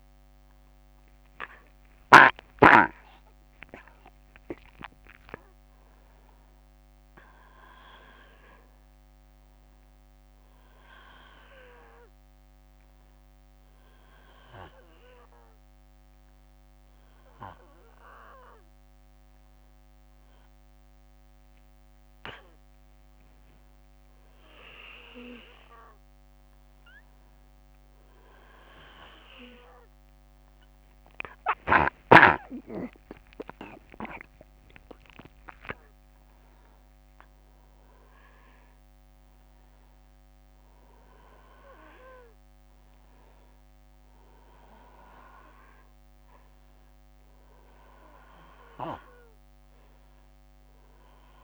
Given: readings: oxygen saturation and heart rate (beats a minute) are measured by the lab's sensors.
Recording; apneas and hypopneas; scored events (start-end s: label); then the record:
breathing in sleep by a microphone on the trachea; none
0.50-4.50 s: arousal
29.00-32.50 s: arousal
From the record:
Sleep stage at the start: N1 (lightest sleep); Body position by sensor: on the back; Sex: male